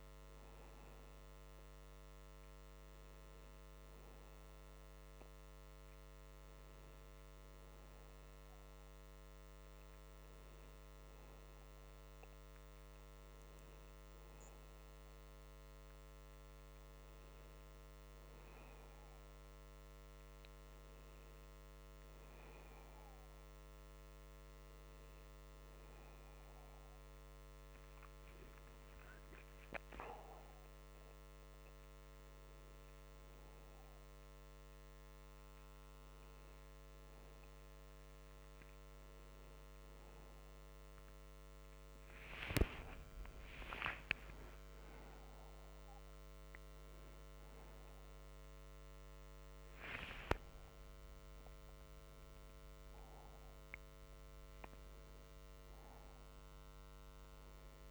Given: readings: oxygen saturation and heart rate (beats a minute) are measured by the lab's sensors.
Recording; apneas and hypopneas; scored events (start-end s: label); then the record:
a person partly awake in a sleep study, hard to hear, by a microphone on the trachea; none
35.00-57.91 s: new sleep stage, awake
From the record:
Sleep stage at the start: N2 (light sleep); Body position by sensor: on the back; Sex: male